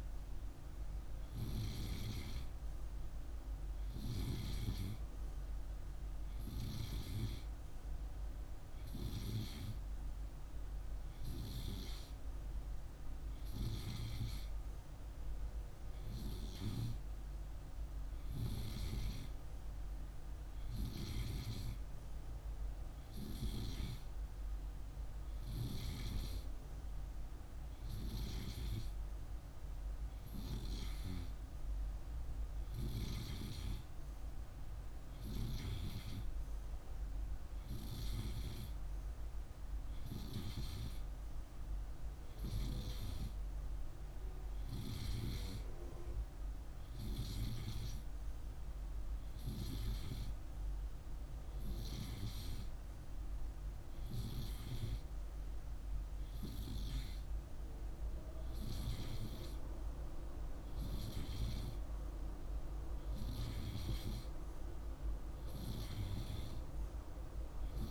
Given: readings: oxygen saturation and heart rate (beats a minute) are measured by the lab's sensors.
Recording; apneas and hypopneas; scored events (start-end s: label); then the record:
breathing in sleep by a room microphone; none
none scored
From the record:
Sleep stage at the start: N2 (light sleep); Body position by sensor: on the right side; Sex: male